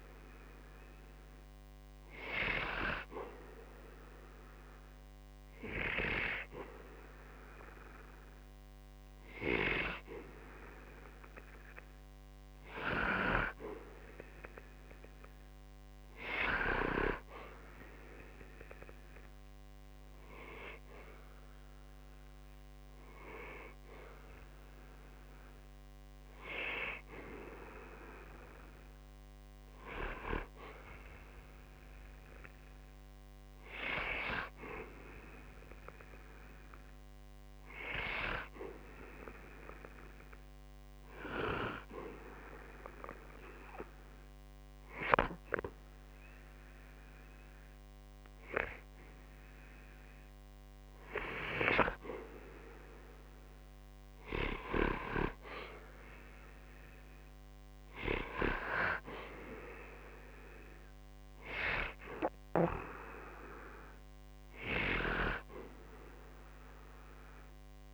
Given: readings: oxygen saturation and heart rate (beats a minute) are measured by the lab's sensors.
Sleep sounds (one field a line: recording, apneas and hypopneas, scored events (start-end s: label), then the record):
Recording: breathing in sleep by a microphone on the trachea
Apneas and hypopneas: 2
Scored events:
1.50-13.50 s: hypopnea (oxygen 94% before, 91% lowest, heart rate 76 before, 61 extreme, up 56 after)
17.00-20.00 s: arousal
40.00-51.50 s: hypopnea (oxygen 95% before, 91% lowest, heart rate 84 before, 60 extreme, up 2 after)
53.50-57.00 s: arousal
58.00-67.94 s: oxygen desaturation (device-marked, oxygen 95% before, 91% lowest, heart rate 67 before, 50 extreme)
From the record:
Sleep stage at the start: N2 (light sleep)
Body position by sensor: on the back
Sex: male